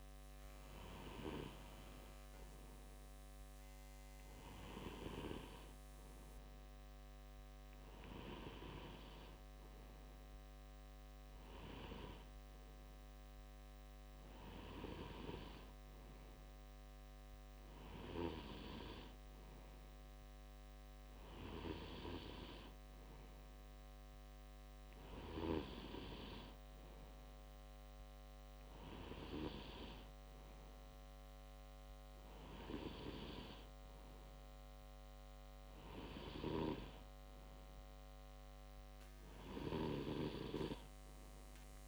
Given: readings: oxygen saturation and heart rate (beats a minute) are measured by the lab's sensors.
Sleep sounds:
breathing in sleep by a microphone on the trachea; none
none scored
From the record:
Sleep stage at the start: N2 (light sleep); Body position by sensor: on the left side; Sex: male

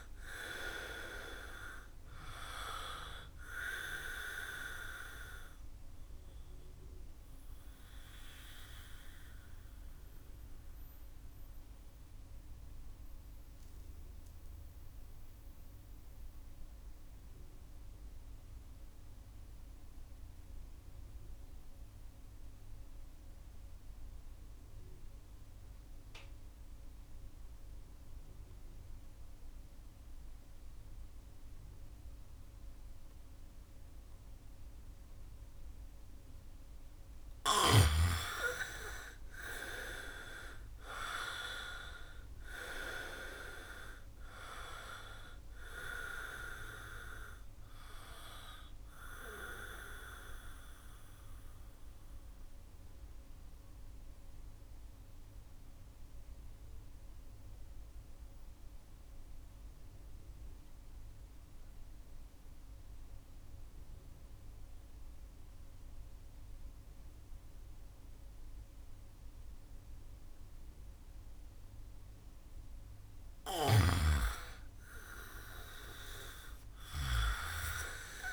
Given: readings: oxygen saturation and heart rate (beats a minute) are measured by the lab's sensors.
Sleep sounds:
breathing in sleep by a room microphone; 2
0.00-23.50 s: oxygen desaturation (device-marked, oxygen 77% lowest, heart rate 62 extreme)
5.50-36.50 s: mixed apnea (oxygen 99% before, 76% lowest, heart rate 67 before, 62 extreme, up 8 after)
37.50-67.50 s: oxygen desaturation (device-marked, oxygen 98% before, 76% lowest, heart rate 69 before, 62 extreme)
38.00-42.00 s: arousal
50.00-72.00 s: central apnea (oxygen 98% before, 76% lowest, heart rate 67 before, 62 extreme, up 4 after)
74.00-77.50 s: arousal
74.50-78.33 s: oxygen desaturation (device-marked, oxygen 98% before, 84% lowest, heart rate 68 before, 58 extreme)
From the record:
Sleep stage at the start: N2 (light sleep); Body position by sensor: on the back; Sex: male

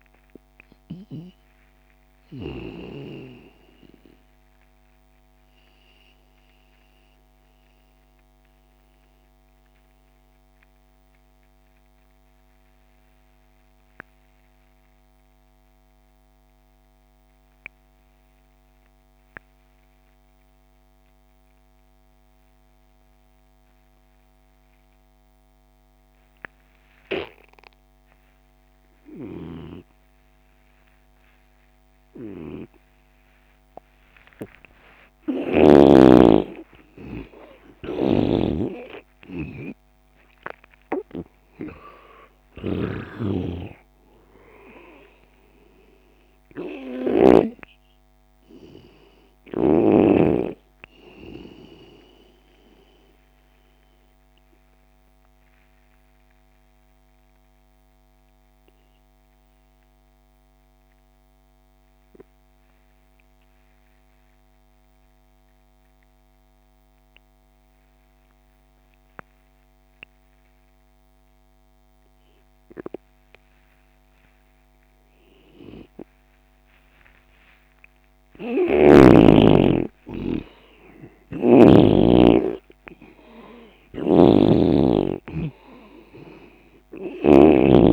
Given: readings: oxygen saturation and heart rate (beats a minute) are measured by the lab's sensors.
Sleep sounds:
breathing in sleep by a microphone on the trachea; 2
0.00-19.50 s: oxygen desaturation (device-marked, oxygen 84% lowest)
5.50-29.00 s: mixed apnea (oxygen 97% before, 82% lowest)
33.50-38.00 s: arousal
35.50-64.50 s: oxygen desaturation (device-marked, oxygen 97% before, 82% lowest)
54.00-78.00 s: mixed apnea (oxygen 97% before, 82% lowest)
78.50-82.00 s: snoring (device-marked)
81.00-85.00 s: arousal
81.50-87.93 s: oxygen desaturation (device-marked, oxygen 98% before, 85% lowest)
84.00-87.93 s: snoring (device-marked)
From the record:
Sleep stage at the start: N2 (light sleep); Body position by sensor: on the left side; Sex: male

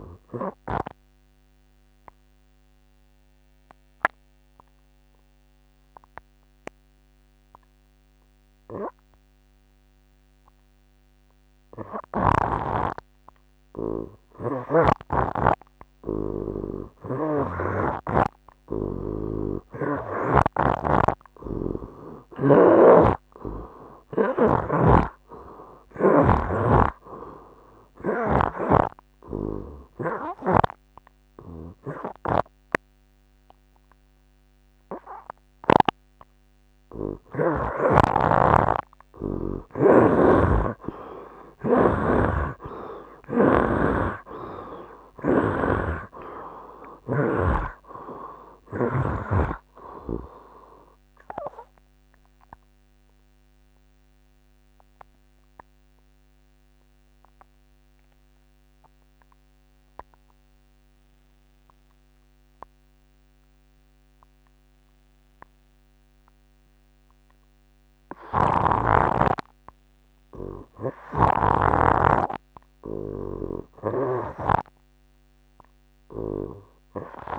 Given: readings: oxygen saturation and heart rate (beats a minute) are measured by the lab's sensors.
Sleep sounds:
breathing in sleep by a microphone on the trachea; 3
0.50-13.50 s: obstructive apnea (oxygen 92% before, 55% lowest, heart rate 85 before, 79 extreme, up 8 after)
8.00-46.00 s: oxygen desaturation (device-marked, oxygen 92% before, 56% lowest, heart rate 80 before, 74 extreme)
17.00-20.50 s: snoring (device-marked)
21.50-26.50 s: arousal
25.00-28.50 s: snoring (device-marked)
29.50-39.50 s: obstructive apnea (oxygen 90% before, 55% lowest, heart rate 85 before, 75 extreme, up 8 after)
40.50-47.50 s: snoring (device-marked)
42.00-46.00 s: arousal
48.00-66.00 s: oxygen desaturation (device-marked, oxygen 70% before, 55% lowest, heart rate 92 before, 74 extreme)
50.00-66.50 s: obstructive apnea (oxygen 70% before, 44% lowest, heart rate 93 before, 67 extreme, up 9 after)
69.50-74.00 s: arousal
71.00-77.39 s: oxygen desaturation (device-marked, oxygen 88% before, 56% lowest, heart rate 81 before, 67 extreme)
From the record:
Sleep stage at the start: N2 (light sleep); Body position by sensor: on the right side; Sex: male

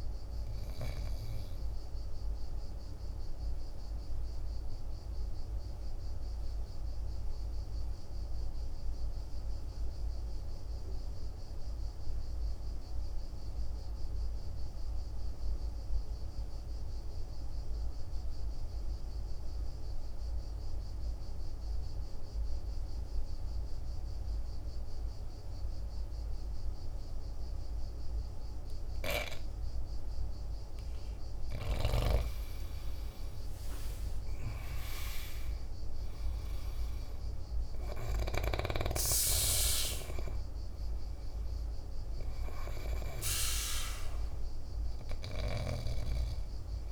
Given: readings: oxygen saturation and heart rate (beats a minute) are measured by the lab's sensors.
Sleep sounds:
breathing in sleep by a room microphone; 1
0.00-7.50 s: oxygen desaturation (device-marked, oxygen 88% lowest, heart rate 47 extreme)
2.00-29.50 s: obstructive apnea (oxygen 98% before, 86% lowest, heart rate 54 before, 47 extreme, up 10 after)
27.50-46.92 s: oxygen desaturation (device-marked, oxygen 98% before, 86% lowest, heart rate 49 before, 47 extreme)
32.00-36.50 s: arousal
From the record:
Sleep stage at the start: N2 (light sleep); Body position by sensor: on the back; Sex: male

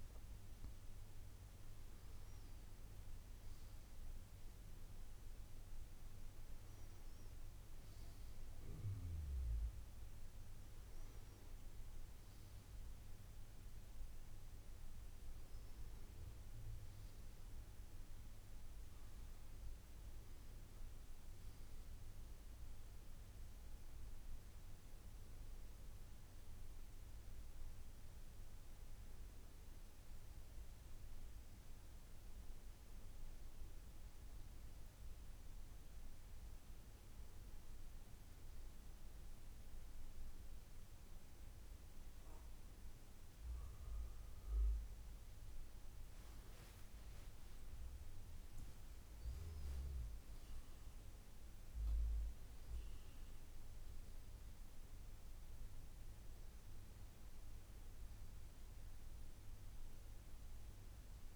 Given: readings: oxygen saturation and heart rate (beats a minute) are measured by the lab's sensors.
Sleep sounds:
a person awake in a sleep study, hard to hear, by a room microphone; none
56.00-61.36 s: new sleep stage, N1 (lightest sleep)
From the record:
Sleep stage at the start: awake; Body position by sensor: on the right side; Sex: male

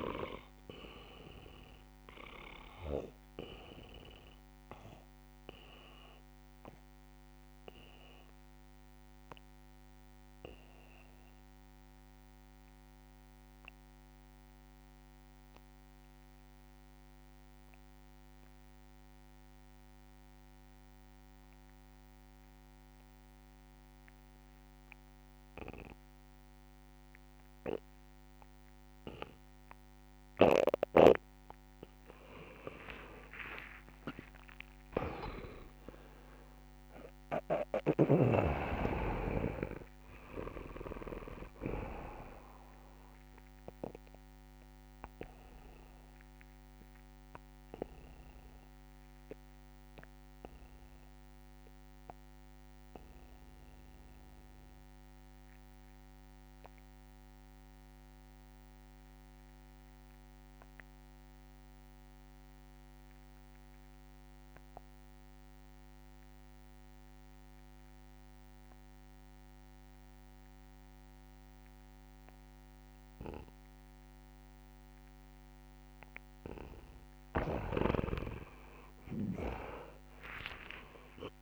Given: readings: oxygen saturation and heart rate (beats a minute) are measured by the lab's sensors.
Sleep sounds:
breathing in sleep by a microphone on the trachea; 2
0.00-15.00 s: oxygen desaturation (device-marked, oxygen 87% lowest, heart rate 67 extreme)
1.50-30.00 s: mixed apnea (oxygen 97% before, 87% lowest, heart rate 75 before, 64 extreme, up 38 after)
31.00-59.00 s: oxygen desaturation (device-marked, oxygen 98% before, 87% lowest, heart rate 70 before, 64 extreme)
33.00-37.50 s: arousal
34.00-36.00 s: long interval between heartbeats (device-marked, heart rate 71 before, 90 extreme)
38.00-40.00 s: long interval between heartbeats (device-marked, heart rate 77 before, 107 extreme)
42.50-44.50 s: long interval between heartbeats (device-marked, heart rate 83 before, 97 extreme)
45.00-76.00 s: mixed apnea (oxygen 99% before, 85% lowest, heart rate 87 before, 64 extreme, up 15 after)
45.50-47.50 s: long interval between heartbeats (device-marked, heart rate 87 before, 91 extreme)
71.00-81.42 s: oxygen desaturation (device-marked, oxygen 99% before, 85% lowest, heart rate 68 before, 64 extreme)
77.00-81.42 s: snoring (device-marked)
78.50-80.50 s: long interval between heartbeats (device-marked, heart rate 68 before, 79 extreme)
79.50-81.42 s: arousal
From the record:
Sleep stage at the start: N2 (light sleep); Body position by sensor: on the back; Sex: male

